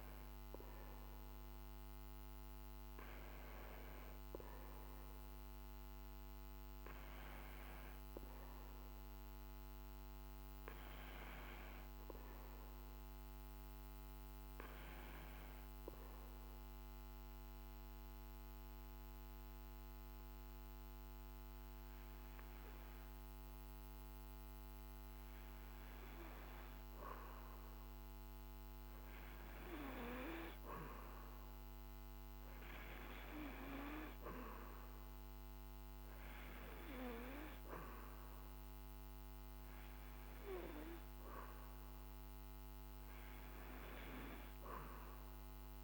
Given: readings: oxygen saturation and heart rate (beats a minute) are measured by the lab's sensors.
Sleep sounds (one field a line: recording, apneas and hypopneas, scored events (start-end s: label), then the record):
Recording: breathing in sleep by a microphone on the trachea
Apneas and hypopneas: 1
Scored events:
15.00-27.50 s: obstructive apnea (oxygen 96% before, 93% lowest, heart rate 50 before, 49 extreme, up 1 after)
29.00-32.50 s: arousal
From the record:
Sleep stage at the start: N2 (light sleep)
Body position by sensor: on the back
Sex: male